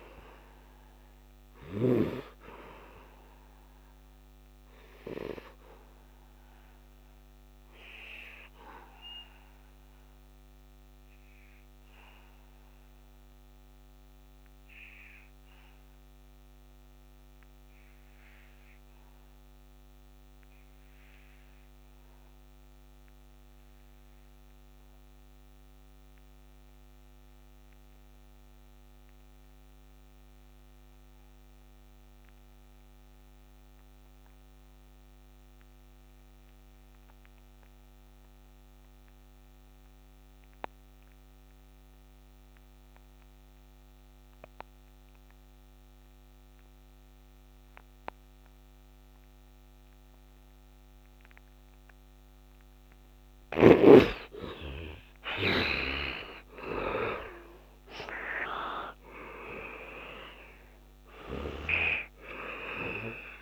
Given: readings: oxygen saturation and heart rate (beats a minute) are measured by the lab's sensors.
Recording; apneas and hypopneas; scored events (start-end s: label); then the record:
breathing in sleep by a microphone on the trachea; 1
0.00-1.50 s: snoring (device-marked)
0.00-20.50 s: oxygen desaturation (device-marked, oxygen 76% lowest, heart rate 67 extreme)
1.50-51.50 s: obstructive apnea (oxygen 99% before, 63% lowest, heart rate 77 before, 66 extreme, up 11 after)
30.50-63.42 s: oxygen desaturation (device-marked, oxygen 100% before, 63% lowest, heart rate 71 before, 66 extreme)
54.00-57.50 s: arousal
From the record:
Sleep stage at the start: N2 (light sleep); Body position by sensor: on the back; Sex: male